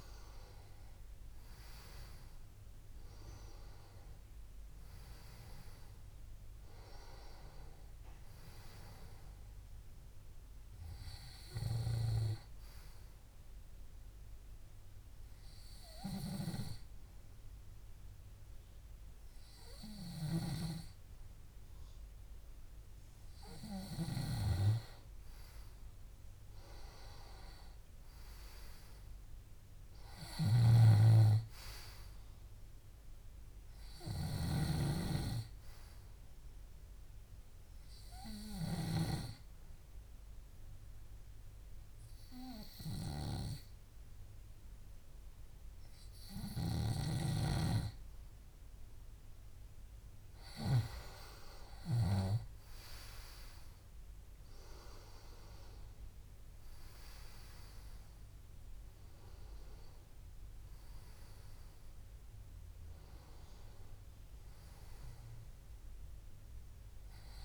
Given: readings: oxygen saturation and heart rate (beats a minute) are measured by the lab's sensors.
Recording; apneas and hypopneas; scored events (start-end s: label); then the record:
breathing in sleep by a room microphone; 2
0.50-4.00 s: arousal
13.50-25.00 s: hypopnea (oxygen 97% before, 94% lowest, heart rate 69 before, 65 extreme, up 5 after)
26.50-30.00 s: arousal
39.50-49.50 s: obstructive apnea (oxygen 97% before, 94% lowest, heart rate 68 before, 66 extreme, up 7 after)
54.00-57.50 s: arousal
From the record:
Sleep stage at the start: N2 (light sleep); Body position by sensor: on the left side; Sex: male